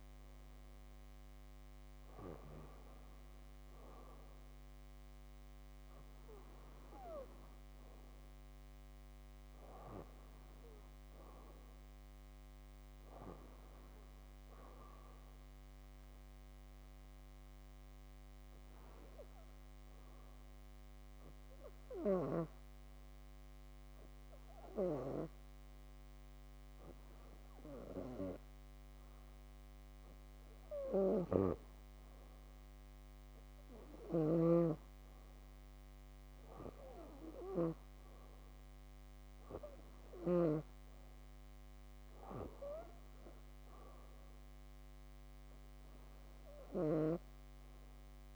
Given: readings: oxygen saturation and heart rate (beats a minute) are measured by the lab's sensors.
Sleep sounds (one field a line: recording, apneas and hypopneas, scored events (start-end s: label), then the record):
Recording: breathing in sleep by a microphone on the trachea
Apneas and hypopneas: 1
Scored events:
6.50-10.00 s: arousal
15.00-30.00 s: hypopnea (oxygen 98% before, 94% lowest, heart rate 63 before, 59 extreme, up 3 after)
33.50-38.50 s: arousal
33.50-48.36 s: new sleep stage, REM sleep
From the record:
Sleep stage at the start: N2 (light sleep)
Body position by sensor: on the back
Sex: female